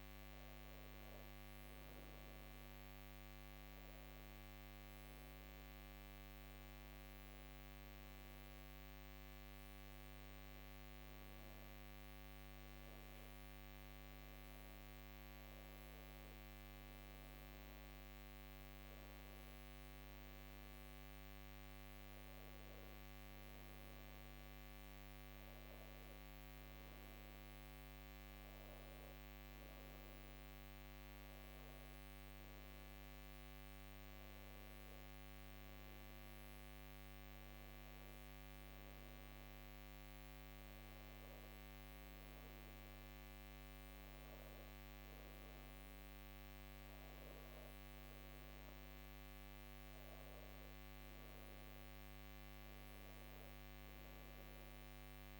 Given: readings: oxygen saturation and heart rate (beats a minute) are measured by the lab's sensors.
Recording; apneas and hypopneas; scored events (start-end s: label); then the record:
breathing in sleep, hard to hear, by a microphone on the trachea; none
none scored
From the record:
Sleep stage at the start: N2 (light sleep); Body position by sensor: on the back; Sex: female